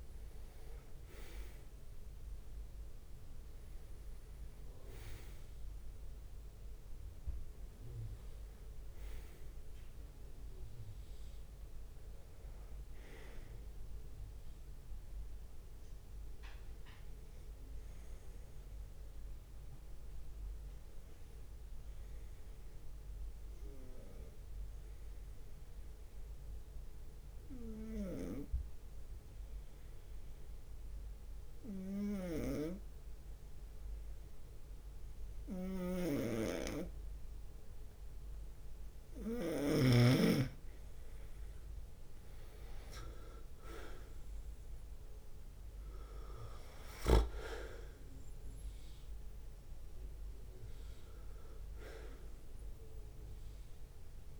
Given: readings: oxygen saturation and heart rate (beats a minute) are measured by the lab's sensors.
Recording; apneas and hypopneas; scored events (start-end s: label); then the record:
breathing in sleep by a room microphone; 1
0.00-1.00 s: arousal
10.00-11.00 s: leg movement (device-marked)
17.00-38.00 s: obstructive apnea (oxygen 97% before, 92% lowest, heart rate 67 before, 63 extreme, up 6 after)
32.50-40.00 s: snoring (device-marked)
37.50-39.50 s: leg movement (device-marked)
39.00-44.00 s: arousal
41.00-54.40 s: drop in pulse transit time (device-marked, heart rate 64 before, 64 extreme)
43.00-46.50 s: leg movement (device-marked)
47.50-49.00 s: leg movement (device-marked)
From the record:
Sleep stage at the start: N2 (light sleep); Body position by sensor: on the right side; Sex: male